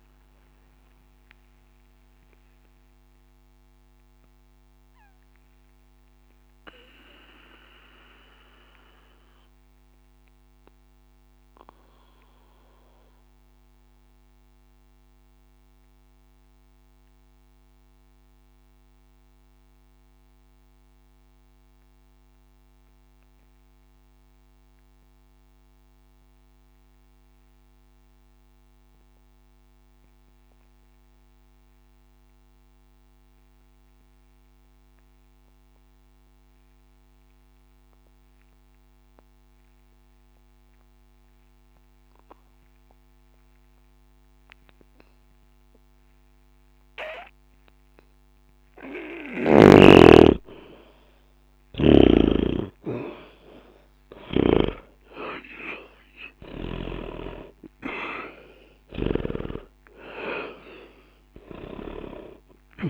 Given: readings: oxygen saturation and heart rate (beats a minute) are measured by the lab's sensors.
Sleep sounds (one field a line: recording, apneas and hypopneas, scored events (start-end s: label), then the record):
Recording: breathing in sleep by a microphone on the trachea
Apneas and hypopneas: 1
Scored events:
1.50-20.50 s: oxygen desaturation (device-marked, oxygen 89% before, 80% lowest, heart rate 60 before, 60 extreme)
1.50-48.50 s: mixed apnea (oxygen 94% before, 75% lowest, heart rate 60 before, 60 extreme, up 0 after)
40.50-62.90 s: oxygen desaturation (device-marked, oxygen 99% before, 75% lowest, heart rate 61 before, 59 extreme)
50.50-54.50 s: arousal
From the record:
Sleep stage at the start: N2 (light sleep)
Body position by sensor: on the back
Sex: male